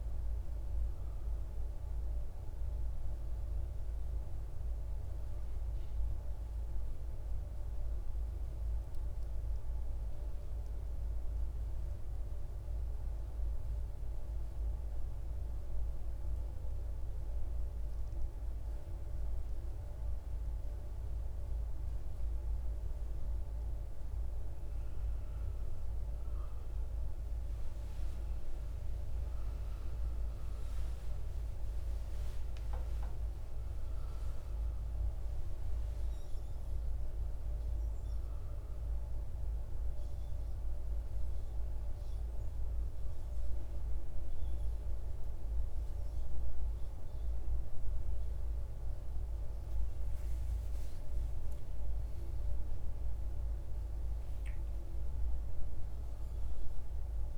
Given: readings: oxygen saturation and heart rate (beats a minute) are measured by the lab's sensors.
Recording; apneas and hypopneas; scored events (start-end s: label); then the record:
breathing in sleep, hard to hear, by a room microphone; 1
4.50-22.00 s: obstructive apnea (oxygen 97% before, 93% lowest, heart rate 63 before, 57 extreme, up 16 after)
25.50-57.38 s: new sleep stage, N1 (lightest sleep)
26.00-30.50 s: arousal
27.50-47.50 s: oxygen desaturation (device-marked, oxygen 96% before, 93% lowest, heart rate 60 before, 56 extreme)
51.50-55.00 s: arousal
From the record:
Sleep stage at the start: N2 (light sleep); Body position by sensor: on the right side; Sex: male